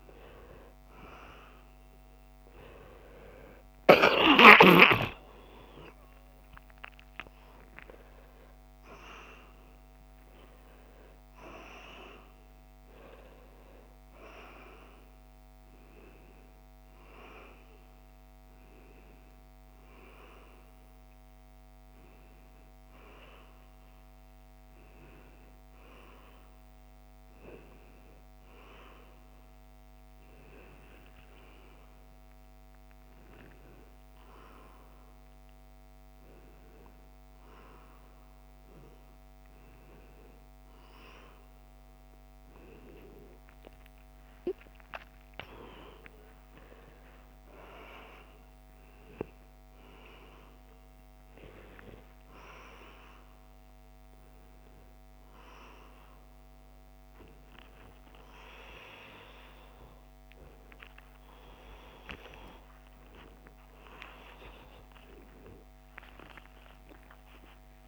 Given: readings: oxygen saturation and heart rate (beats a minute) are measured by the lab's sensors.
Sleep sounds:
a person awake in a sleep study, by a microphone on the trachea; none
4.50-6.50 s: long interval between heartbeats (device-marked, heart rate 65 before, 81 extreme)
7.00-9.00 s: long interval between heartbeats (device-marked, heart rate 74 before, 205 extreme)
9.00-11.00 s: long interval between heartbeats (device-marked, heart rate 90 before, 189 extreme)
11.00-13.00 s: long interval between heartbeats (device-marked, heart rate 105 before, 180 extreme)
13.50-15.50 s: long interval between heartbeats (device-marked, heart rate 116 before, 189 extreme)
15.50-17.50 s: long interval between heartbeats (device-marked, heart rate 126 before, 186 extreme)
17.50-19.50 s: long interval between heartbeats (device-marked, heart rate 137 before, 200 extreme)
20.00-22.00 s: long interval between heartbeats (device-marked, heart rate 155 before, 199 extreme)
22.00-24.00 s: long interval between heartbeats (device-marked, heart rate 173 before, 209 extreme)
43.00-45.00 s: long interval between heartbeats (device-marked, heart rate 116 before, 103 extreme)
52.50-54.50 s: long interval between heartbeats (device-marked, heart rate 100 before, 106 extreme)
55.50-57.50 s: long interval between heartbeats (device-marked, heart rate 101 before, 112 extreme)
63.00-65.00 s: long interval between heartbeats (device-marked, heart rate 106 before, 107 extreme)
From the record:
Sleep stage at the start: awake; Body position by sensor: upright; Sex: male

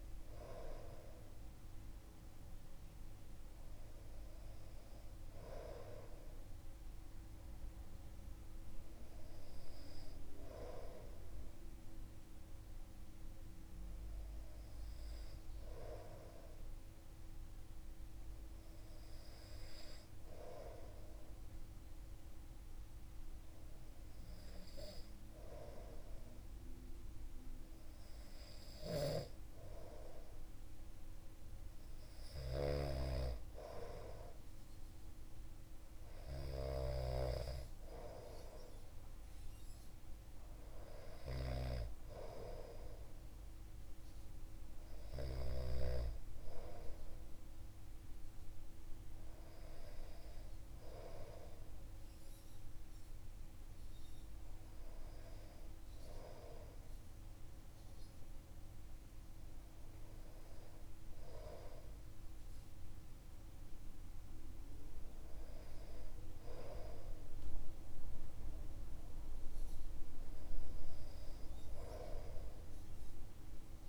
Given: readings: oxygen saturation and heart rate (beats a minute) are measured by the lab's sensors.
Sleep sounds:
breathing in sleep by a room microphone; none
32.00-36.50 s: snoring (device-marked)
From the record:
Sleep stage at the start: N2 (light sleep); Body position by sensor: on the back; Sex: male

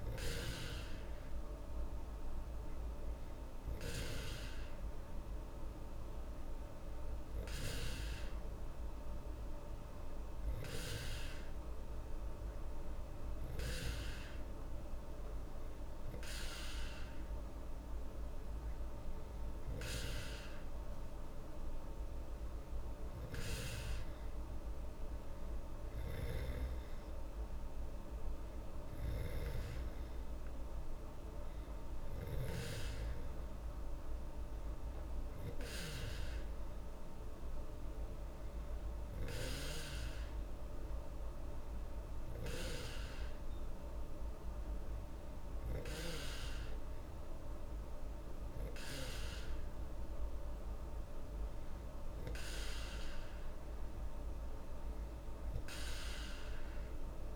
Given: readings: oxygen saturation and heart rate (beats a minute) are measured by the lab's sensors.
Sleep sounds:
breathing in sleep by a room microphone; none
25.50-32.00 s: snoring (device-marked)
From the record:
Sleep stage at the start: N2 (light sleep); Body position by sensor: on the back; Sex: female

